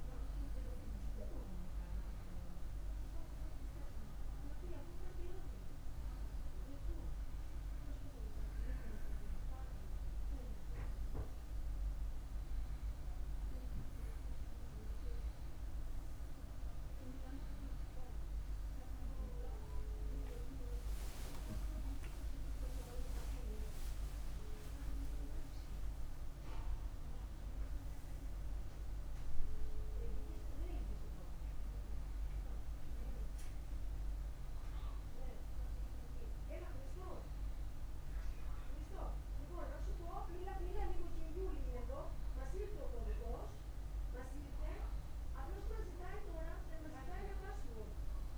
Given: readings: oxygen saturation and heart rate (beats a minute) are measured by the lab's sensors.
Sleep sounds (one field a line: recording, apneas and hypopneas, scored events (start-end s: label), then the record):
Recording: a person awake in a sleep study, by a room microphone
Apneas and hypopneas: none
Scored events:
30.00-48.38 s: new sleep stage, N2 (light sleep)
From the record:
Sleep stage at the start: awake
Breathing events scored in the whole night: 209 in 5.7 hours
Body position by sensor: on the right side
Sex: male